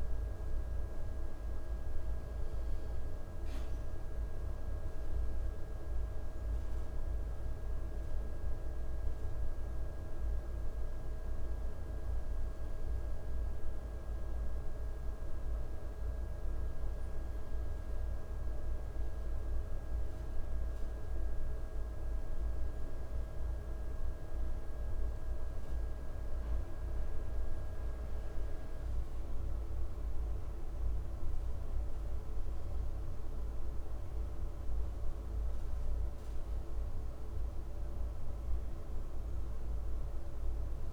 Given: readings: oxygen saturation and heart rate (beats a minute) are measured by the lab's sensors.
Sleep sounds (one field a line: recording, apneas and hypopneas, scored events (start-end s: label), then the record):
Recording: breathing in sleep, hard to hear, by a room microphone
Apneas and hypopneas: none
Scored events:
none scored
From the record:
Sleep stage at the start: N2 (light sleep)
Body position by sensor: on the right side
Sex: male